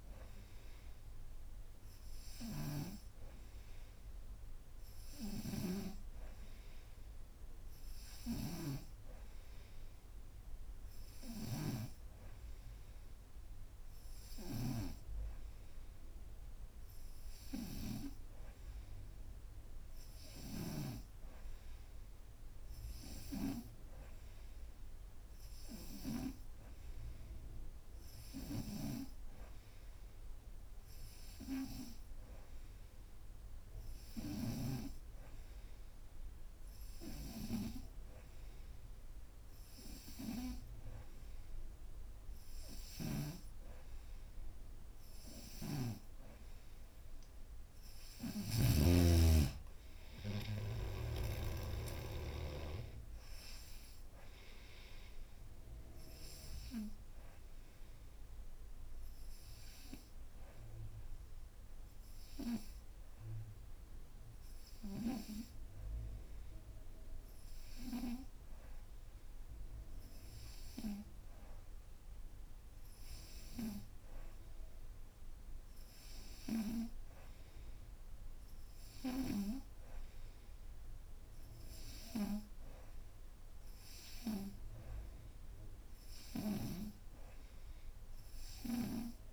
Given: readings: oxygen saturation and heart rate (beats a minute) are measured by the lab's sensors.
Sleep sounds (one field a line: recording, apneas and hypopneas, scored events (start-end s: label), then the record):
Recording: breathing in sleep by a room microphone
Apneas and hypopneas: none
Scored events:
0.00-11.50 s: snoring (device-marked)
42.50-48.50 s: snoring (device-marked)
81.00-89.33 s: oxygen desaturation (device-marked, oxygen 97% before, 92% lowest)
From the record:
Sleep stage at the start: N2 (light sleep)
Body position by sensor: upright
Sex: female